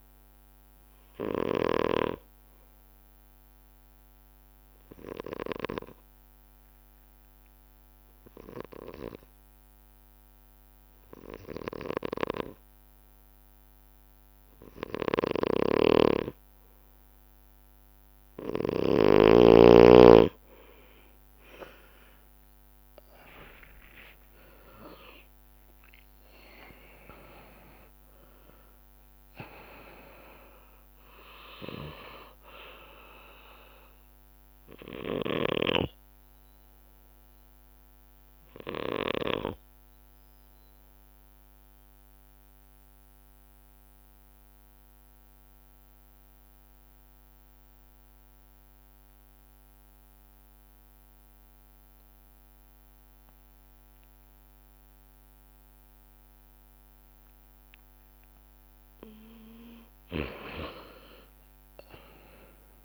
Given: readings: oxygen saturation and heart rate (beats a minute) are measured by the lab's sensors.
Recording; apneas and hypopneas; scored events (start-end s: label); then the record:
breathing in sleep by a microphone on the trachea; 2
0.00-23.00 s: bradycardia (device-marked)
1.00-15.50 s: obstructive apnea (oxygen 99% before, 91% lowest)
11.00-20.00 s: drop in pulse transit time (device-marked)
15.00-19.00 s: snoring (device-marked)
15.50-17.50 s: long interval between heartbeats (device-marked)
21.00-25.50 s: arousal
22.00-47.00 s: oxygen desaturation (device-marked, oxygen 98% before, 93% lowest, heart rate 33 before, 51 extreme)
23.50-25.50 s: long interval between heartbeats (device-marked, heart rate 34 before, 30 extreme)
26.00-28.00 s: long interval between heartbeats (device-marked, heart rate 39 before, 78 extreme)
30.00-32.00 s: long interval between heartbeats (device-marked, heart rate 50 before, 79 extreme)
35.00-58.50 s: obstructive apnea (oxygen 98% before, 91% lowest, heart rate 57 before, 51 extreme, up 30 after)
36.00-38.00 s: long interval between heartbeats (device-marked, heart rate 58 before, 72 extreme)
43.00-45.00 s: long interval between heartbeats (device-marked, heart rate 67 before, 60 extreme)
46.00-51.00 s: bradycardia (device-marked, heart rate 43 before, 53 extreme)
57.50-59.50 s: long interval between heartbeats (device-marked, heart rate 61 before, 70 extreme)
59.50-62.84 s: arousal
60.00-62.00 s: long interval between heartbeats (device-marked, heart rate 61 before, 70 extreme)
From the record:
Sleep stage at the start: N2 (light sleep); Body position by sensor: on the left side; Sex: male